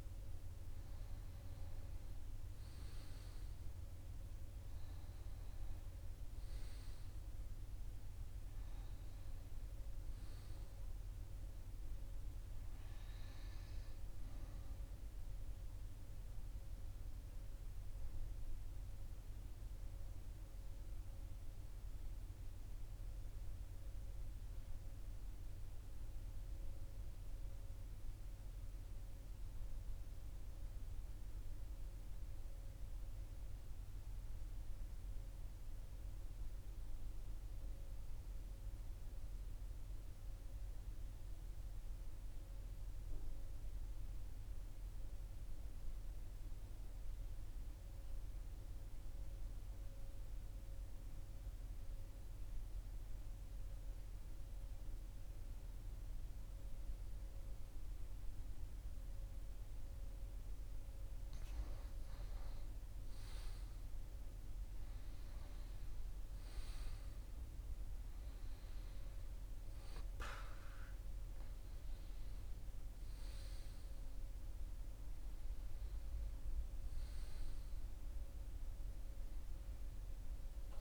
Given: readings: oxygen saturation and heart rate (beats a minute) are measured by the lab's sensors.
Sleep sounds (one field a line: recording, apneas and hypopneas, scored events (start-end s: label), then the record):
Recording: breathing in sleep, hard to hear, by a room microphone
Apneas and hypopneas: 1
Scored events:
0.00-24.50 s: oxygen desaturation (device-marked, oxygen 90% lowest, heart rate 39 extreme)
17.00-60.00 s: obstructive apnea (oxygen 96% before, 90% lowest, heart rate 46 before, 39 extreme, up 3 after)
49.50-80.81 s: oxygen desaturation (device-marked, oxygen 99% before, 90% lowest, heart rate 42 before, 41 extreme)
62.00-66.00 s: arousal
From the record:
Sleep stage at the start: N2 (light sleep)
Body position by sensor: on the right side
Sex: male